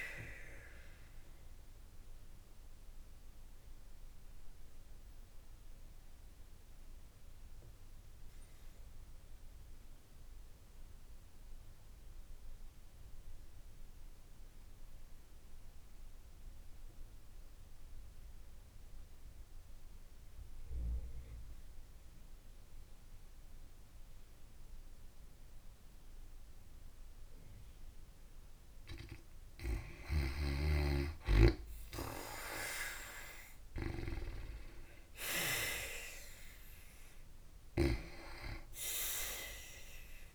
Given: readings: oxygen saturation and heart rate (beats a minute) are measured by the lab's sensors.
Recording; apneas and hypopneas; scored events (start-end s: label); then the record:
breathing in sleep by a room microphone; 1
0.00-4.00 s: oxygen desaturation (device-marked, oxygen 86% lowest, heart rate 53 extreme)
1.00-28.00 s: obstructive apnea (oxygen 94% before, 87% lowest, heart rate 56 before, 53 extreme, up 41 after)
31.00-40.35 s: oxygen desaturation (device-marked, oxygen 95% before, 89% lowest, heart rate 55 before, 53 extreme)
31.50-36.00 s: arousal
From the record:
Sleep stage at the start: N2 (light sleep); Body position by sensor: on the back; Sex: female